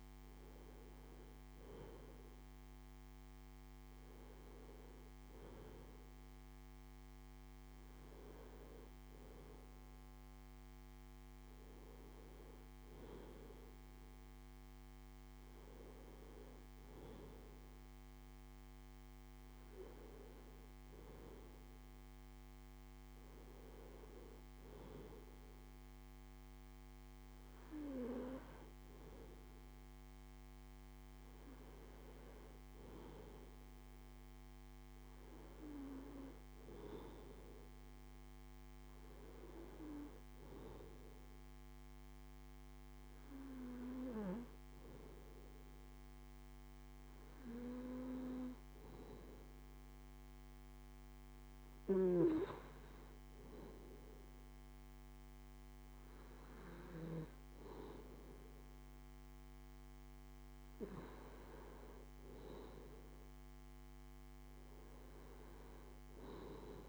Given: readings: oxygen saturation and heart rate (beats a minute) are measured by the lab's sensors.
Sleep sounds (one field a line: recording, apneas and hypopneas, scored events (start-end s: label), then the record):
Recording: breathing in sleep by a microphone on the trachea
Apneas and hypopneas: none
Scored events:
62.50-66.50 s: arousal
From the record:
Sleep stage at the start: N2 (light sleep)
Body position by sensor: on the left side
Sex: male